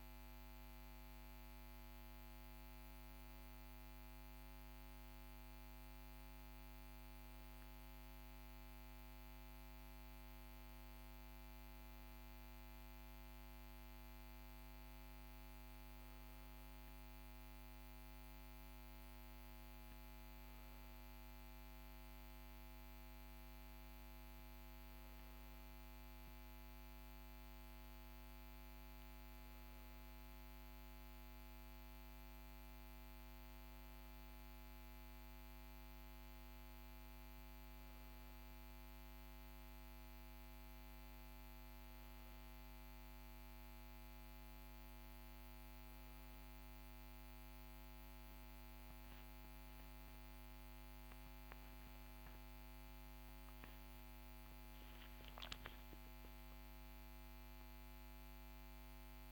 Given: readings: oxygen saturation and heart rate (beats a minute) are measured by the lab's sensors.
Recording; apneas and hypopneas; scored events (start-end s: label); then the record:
breathing in sleep, hard to hear, by a microphone on the trachea; none
none scored
From the record:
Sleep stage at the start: N1 (lightest sleep); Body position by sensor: on the back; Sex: male